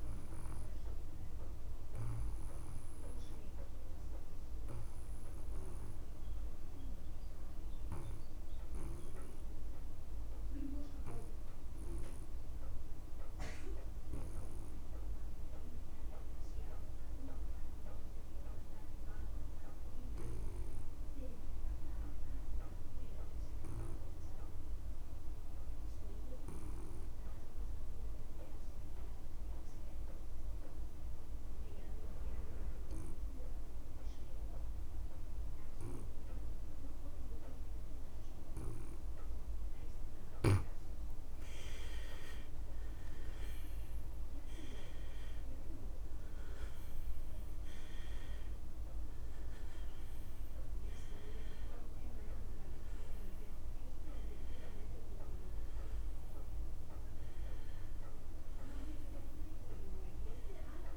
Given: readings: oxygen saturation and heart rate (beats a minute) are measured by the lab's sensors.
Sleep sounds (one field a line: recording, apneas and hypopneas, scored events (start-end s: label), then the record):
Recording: breathing in sleep by a room microphone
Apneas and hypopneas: 1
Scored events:
0.00-16.50 s: oxygen desaturation (device-marked, oxygen 90% lowest)
0.50-40.00 s: obstructive apnea (oxygen 100% before, 75% lowest)
24.50-60.97 s: oxygen desaturation (device-marked, oxygen 97% before, 75% lowest)
42.50-46.50 s: arousal
From the record:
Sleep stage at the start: N2 (light sleep)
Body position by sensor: on the back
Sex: male